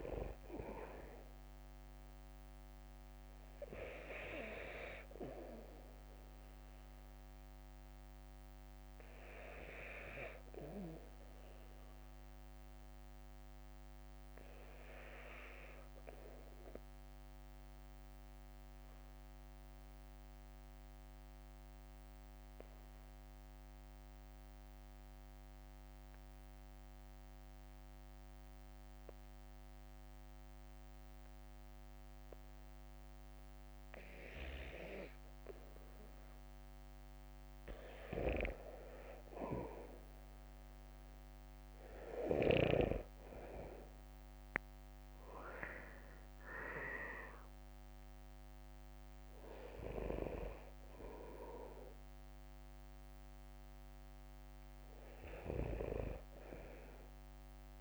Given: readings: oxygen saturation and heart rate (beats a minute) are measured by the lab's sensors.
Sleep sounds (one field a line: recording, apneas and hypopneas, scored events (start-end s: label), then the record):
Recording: breathing in sleep by a microphone on the trachea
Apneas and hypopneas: 1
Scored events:
0.00-2.50 s: arousal
0.00-6.50 s: drop in pulse transit time (device-marked, heart rate 51 extreme)
16.00-35.00 s: hypopnea (oxygen 94% before, 90% lowest, heart rate 60 before, 47 extreme, up 5 after)
16.50-42.50 s: bradycardia (device-marked, heart rate 57 before, 47 extreme)
20.50-31.50 s: drop in pulse transit time (device-marked, heart rate 61 before, 49 extreme)
23.50-32.50 s: oxygen desaturation (device-marked, oxygen 94% before, 90% lowest, heart rate 61 before, 47 extreme)
41.50-46.00 s: arousal
53.50-57.81 s: bradycardia (device-marked, heart rate 57 before, 49 extreme)
From the record:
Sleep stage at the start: N2 (light sleep)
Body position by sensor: on the back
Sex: male